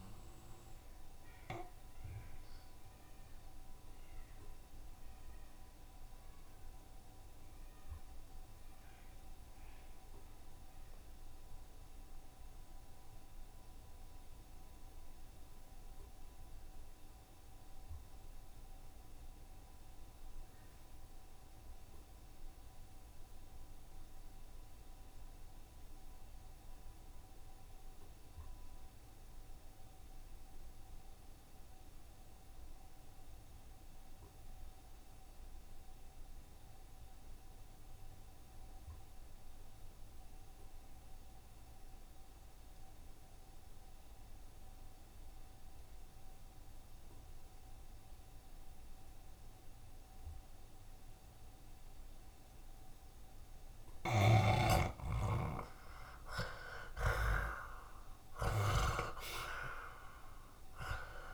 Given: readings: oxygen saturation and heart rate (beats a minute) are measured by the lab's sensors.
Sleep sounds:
breathing in sleep by a room microphone; 1
0.00-17.50 s: oxygen desaturation (device-marked, oxygen 71% lowest, heart rate 68 extreme)
1.50-52.50 s: obstructive apnea (oxygen 90% before, 70% lowest, heart rate 74 before, 68 extreme, up 22 after)
25.50-61.34 s: oxygen desaturation (device-marked, oxygen 91% before, 70% lowest, heart rate 69 before, 67 extreme)
28.00-30.00 s: long interval between heartbeats (device-marked, heart rate 69 before, 76 extreme)
55.50-61.00 s: arousal
56.50-58.50 s: long interval between heartbeats (device-marked, heart rate 72 before, 82 extreme)
From the record:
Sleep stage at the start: N2 (light sleep); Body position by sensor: on the back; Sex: male

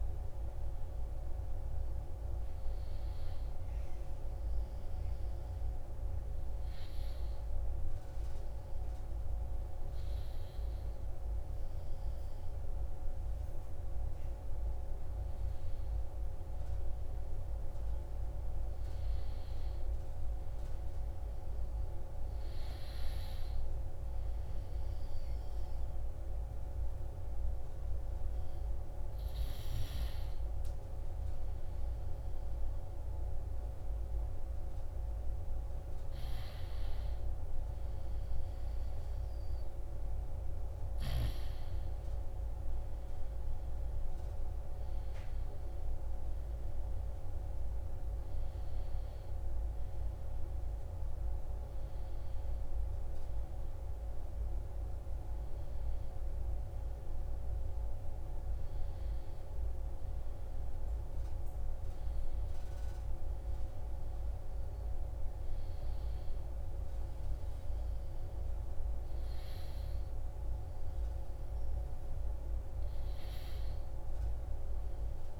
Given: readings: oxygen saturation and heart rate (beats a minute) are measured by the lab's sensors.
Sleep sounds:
breathing in sleep, hard to hear, by a room microphone; 1
2.00-15.00 s: hypopnea (oxygen 95% before, 92% lowest)
16.50-20.50 s: arousal
18.50-35.50 s: oxygen desaturation (device-marked, oxygen 95% before, 92% lowest)
55.50-75.40 s: new sleep stage, N2 (light sleep)
From the record:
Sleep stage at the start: N1 (lightest sleep); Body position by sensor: on the right side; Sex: male

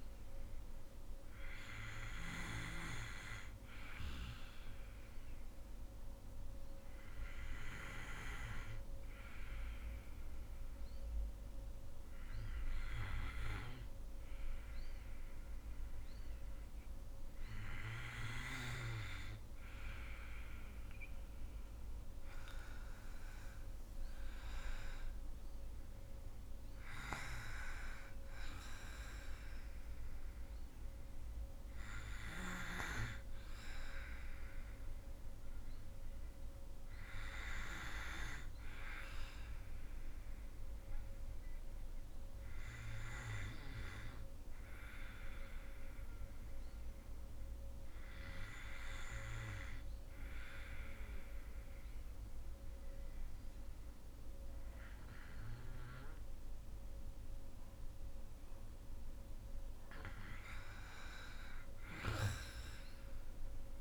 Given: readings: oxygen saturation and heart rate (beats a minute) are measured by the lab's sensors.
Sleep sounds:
breathing in sleep by a room microphone; 2
6.50-20.00 s: hypopnea (oxygen 98% before, 91% lowest, heart rate 55 before, 55 extreme, up 11 after)
21.50-44.50 s: oxygen desaturation (device-marked, oxygen 96% before, 91% lowest, heart rate 57 before, 53 extreme)
23.50-26.50 s: arousal
40.50-58.00 s: hypopnea (oxygen 96% before, 91% lowest, heart rate 60 before, 53 extreme, up 4 after)
61.00-63.81 s: arousal
62.50-63.81 s: oxygen desaturation (device-marked, oxygen 98% before, 92% lowest, heart rate 56 before, 51 extreme)
From the record:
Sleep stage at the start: N2 (light sleep); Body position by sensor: on the back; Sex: female

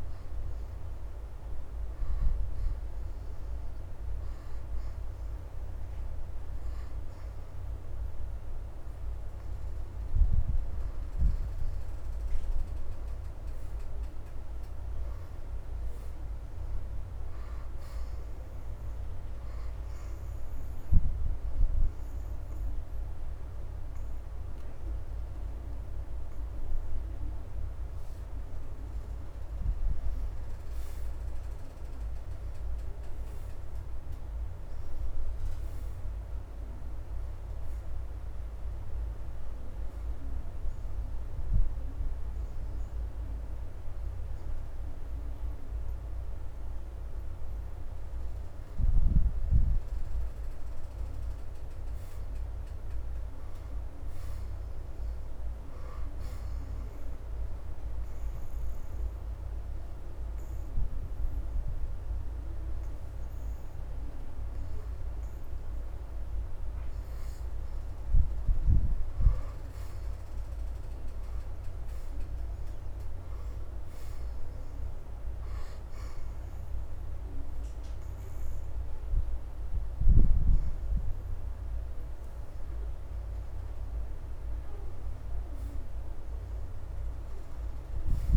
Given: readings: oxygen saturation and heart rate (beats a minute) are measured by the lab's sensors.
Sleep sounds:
breathing in sleep, hard to hear, by a room microphone; 3
12.50-35.50 s: oxygen desaturation (device-marked, oxygen 88% before, 76% lowest, heart rate 77 before, 54 extreme)
20.00-30.00 s: obstructive apnea (oxygen 91% before, 70% lowest, heart rate 77 before, 54 extreme, up 3 after)
21.50-88.36 s: new sleep stage, N2 (light sleep)
32.50-37.00 s: arousal
40.50-51.50 s: hypopnea (oxygen 87% before, 70% lowest, heart rate 80 before, 54 extreme, up 19 after)
44.50-58.50 s: oxygen desaturation (device-marked, oxygen 84% before, 73% lowest, heart rate 80 before, 54 extreme)
52.00-55.50 s: arousal
57.50-68.00 s: obstructive apnea (oxygen 84% before, 70% lowest, heart rate 71 before, 73 extreme, up 3 after)
60.50-73.50 s: oxygen desaturation (device-marked, oxygen 87% before, 77% lowest, heart rate 70 before, 73 extreme)
72.00-76.50 s: arousal
78.50-88.36 s: oxygen desaturation (device-marked, oxygen 85% before, 70% lowest, heart rate 76 before, 75 extreme)
From the record:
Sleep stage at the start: N1 (lightest sleep); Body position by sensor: on the back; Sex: female

